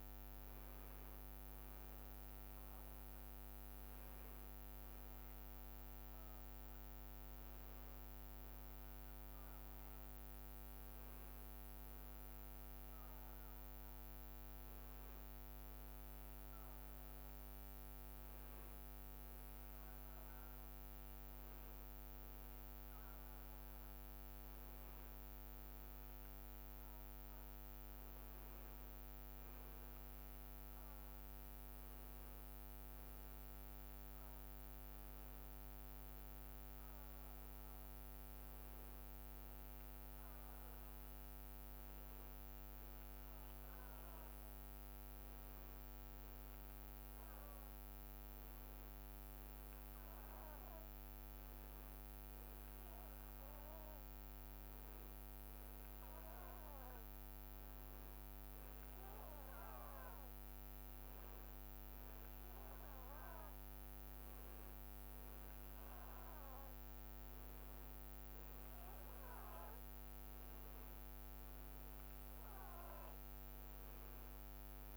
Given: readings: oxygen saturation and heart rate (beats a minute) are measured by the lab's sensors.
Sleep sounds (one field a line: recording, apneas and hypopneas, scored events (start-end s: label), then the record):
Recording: breathing in sleep, hard to hear, by a microphone on the trachea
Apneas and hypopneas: none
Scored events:
none scored
From the record:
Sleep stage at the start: N1 (lightest sleep)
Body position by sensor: on the back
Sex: male